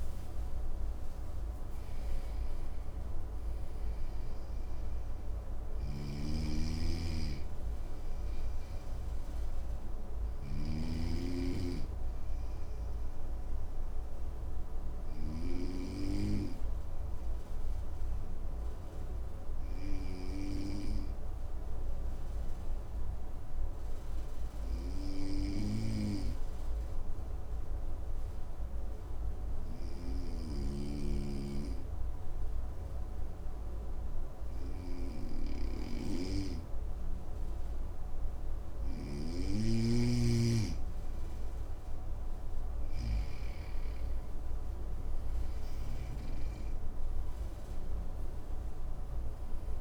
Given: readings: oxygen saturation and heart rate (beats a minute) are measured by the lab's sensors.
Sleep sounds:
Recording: breathing in sleep by a room microphone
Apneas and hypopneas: 1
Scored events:
0.00-2.50 s: arousal
5.00-15.00 s: snoring (device-marked)
12.50-38.00 s: obstructive apnea (oxygen 97% before, 95% lowest, heart rate 62 before, 55 extreme, up 5 after)
30.00-42.50 s: snoring (device-marked)
40.50-49.81 s: oxygen desaturation (device-marked, oxygen 99% before, 95% lowest, heart rate 58 before, 54 extreme)
41.00-46.00 s: arousal
From the record:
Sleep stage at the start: N2 (light sleep)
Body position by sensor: on the front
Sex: male

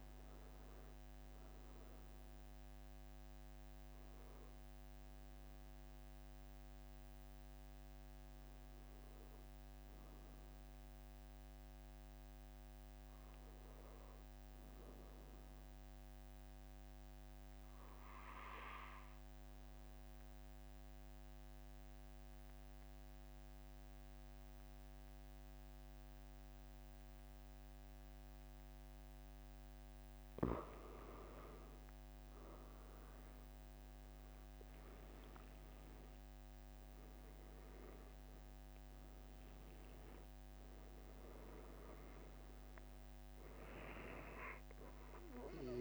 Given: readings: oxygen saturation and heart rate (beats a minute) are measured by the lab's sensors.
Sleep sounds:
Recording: breathing in sleep by a microphone on the trachea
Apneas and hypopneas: 1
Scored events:
15.50-45.81 s: new sleep stage, N2 (light sleep)
16.00-31.00 s: obstructive apnea (oxygen 95% before, 92% lowest, heart rate 45 before, 44 extreme, up 4 after)
35.00-40.50 s: arousal
From the record:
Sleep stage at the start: N1 (lightest sleep)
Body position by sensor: on the back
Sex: male

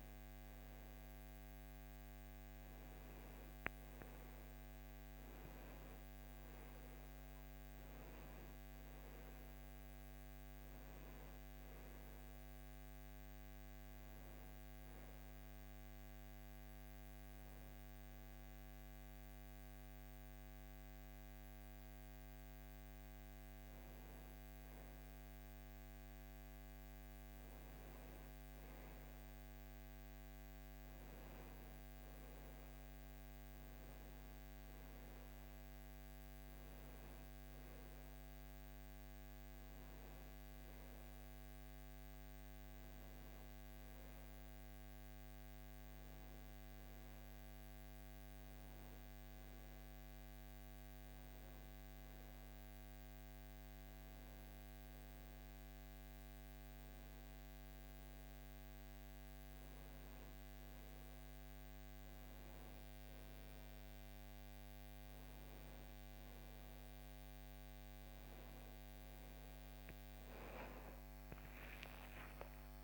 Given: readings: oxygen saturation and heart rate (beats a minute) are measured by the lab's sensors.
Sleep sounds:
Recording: a person awake in a sleep study, hard to hear, by a microphone on the trachea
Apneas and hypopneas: none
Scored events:
none scored
From the record:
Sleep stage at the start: awake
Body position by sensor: on the back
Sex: male

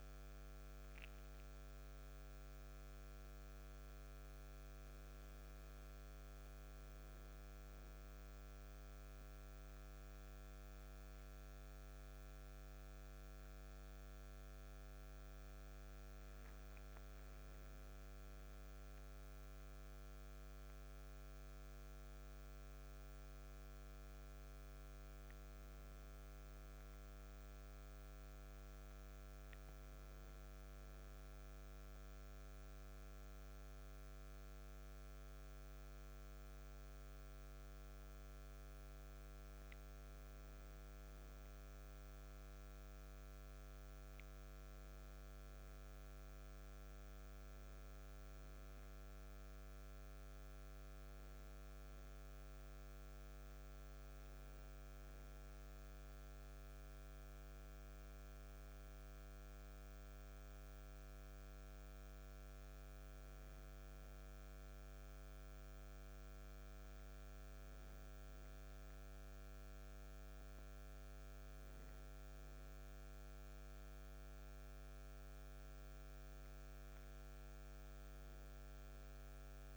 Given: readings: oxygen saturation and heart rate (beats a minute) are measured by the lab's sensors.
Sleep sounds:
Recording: a person awake in a sleep study, hard to hear, by a microphone on the trachea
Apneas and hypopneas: none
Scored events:
none scored
From the record:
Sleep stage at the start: awake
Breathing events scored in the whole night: 218 in 2.9 hours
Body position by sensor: on the back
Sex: male

